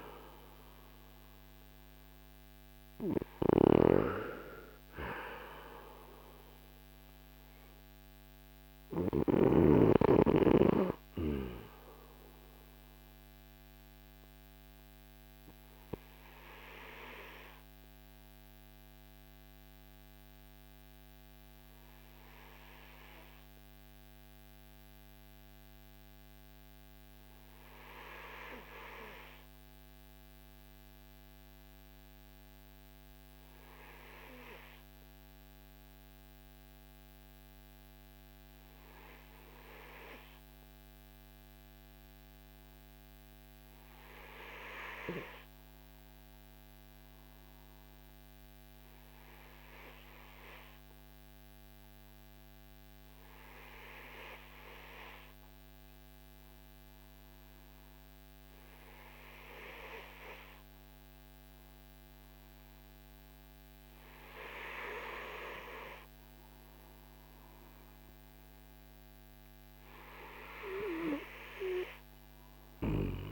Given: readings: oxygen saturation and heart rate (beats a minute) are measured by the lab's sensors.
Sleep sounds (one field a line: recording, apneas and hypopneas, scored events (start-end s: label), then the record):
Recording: breathing in sleep by a microphone on the trachea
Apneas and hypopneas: 1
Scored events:
0.00-19.00 s: oxygen desaturation (device-marked, oxygen 86% lowest, heart rate 43 extreme)
12.50-65.00 s: obstructive apnea (oxygen 89% before, 84% lowest, heart rate 57 before, 43 extreme, up 6 after)
53.00-73.32 s: oxygen desaturation (device-marked, oxygen 95% before, 86% lowest, heart rate 51 before, 45 extreme)
68.50-72.00 s: arousal
From the record:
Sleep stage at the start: REM sleep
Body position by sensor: on the back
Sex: male